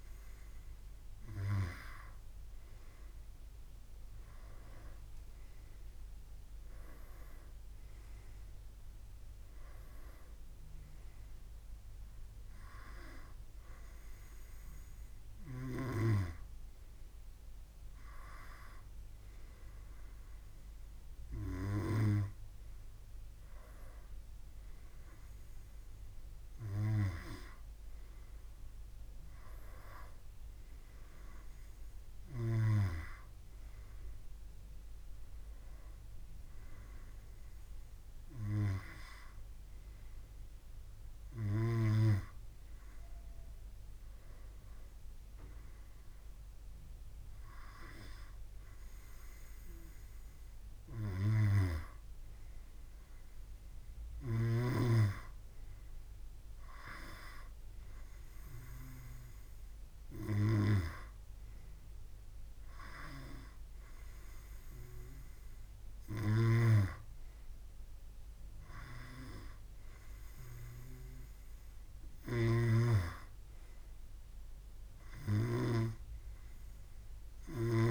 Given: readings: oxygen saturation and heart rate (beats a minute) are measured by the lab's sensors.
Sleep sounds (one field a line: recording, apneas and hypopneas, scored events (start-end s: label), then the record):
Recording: breathing in sleep by a room microphone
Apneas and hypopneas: none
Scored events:
18.00-77.91 s: new sleep stage, N2 (light sleep)
66.50-76.00 s: snoring (device-marked)
From the record:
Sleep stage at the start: N1 (lightest sleep)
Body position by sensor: on the back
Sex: male